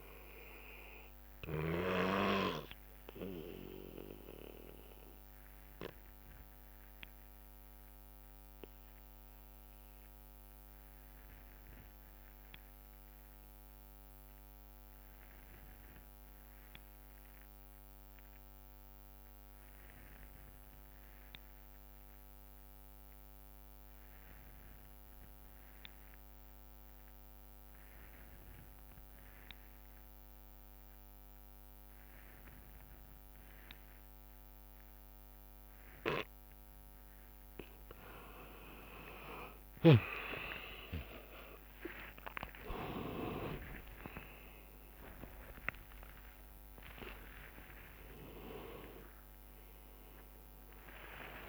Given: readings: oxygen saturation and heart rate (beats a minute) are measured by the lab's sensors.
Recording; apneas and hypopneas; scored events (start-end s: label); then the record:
a person partly awake in a sleep study, by a microphone on the trachea; 1
0.00-3.50 s: drop in pulse transit time (device-marked, heart rate 65 extreme)
0.00-13.50 s: oxygen desaturation (device-marked, oxygen 85% lowest, heart rate 55 extreme)
2.50-14.50 s: bradycardia (device-marked, heart rate 68 before, 55 extreme)
3.00-36.00 s: obstructive apnea (oxygen 99% before, 84% lowest, heart rate 83 before, 55 extreme, up 57 after)
29.50-51.49 s: oxygen desaturation (device-marked, oxygen 98% before, 84% lowest, heart rate 59 before, 60 extreme)
36.50-51.49 s: new sleep stage, awake
39.00-41.00 s: long interval between heartbeats (device-marked, heart rate 61 before, 74 extreme)
39.50-51.49 s: tachycardia (device-marked, heart rate 68 before, 150 extreme)
41.00-43.00 s: long interval between heartbeats (device-marked, heart rate 63 before, 94 extreme)
41.50-51.49 s: drop in pulse transit time (device-marked, heart rate 65 before, 96 extreme)
50.00-51.49 s: long interval between heartbeats (device-marked, heart rate 91 before, 134 extreme)
From the record:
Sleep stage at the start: N2 (light sleep); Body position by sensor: on the back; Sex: male